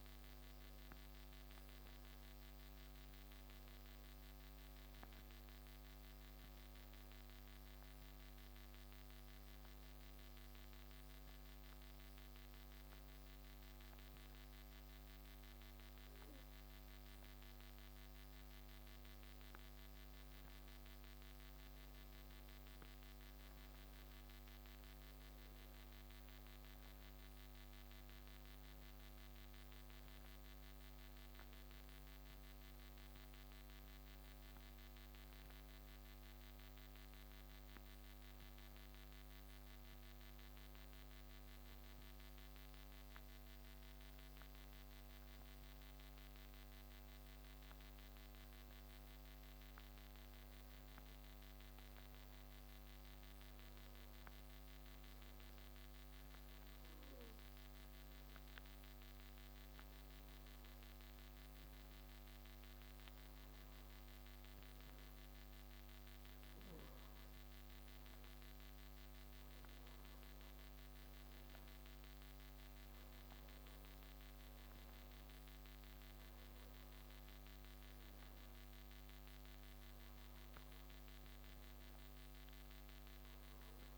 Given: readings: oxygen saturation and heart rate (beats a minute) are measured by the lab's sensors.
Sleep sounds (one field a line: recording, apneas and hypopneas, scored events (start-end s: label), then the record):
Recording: breathing in sleep, hard to hear, by a microphone on the trachea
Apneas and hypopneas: 1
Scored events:
9.00-20.50 s: hypopnea (oxygen 93% before, 91% lowest)
9.00-83.98 s: new sleep stage, N2 (light sleep)
23.50-27.50 s: arousal
28.00-37.00 s: oxygen desaturation (device-marked, oxygen 94% before, 91% lowest)
From the record:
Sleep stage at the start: N1 (lightest sleep)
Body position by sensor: on the back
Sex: male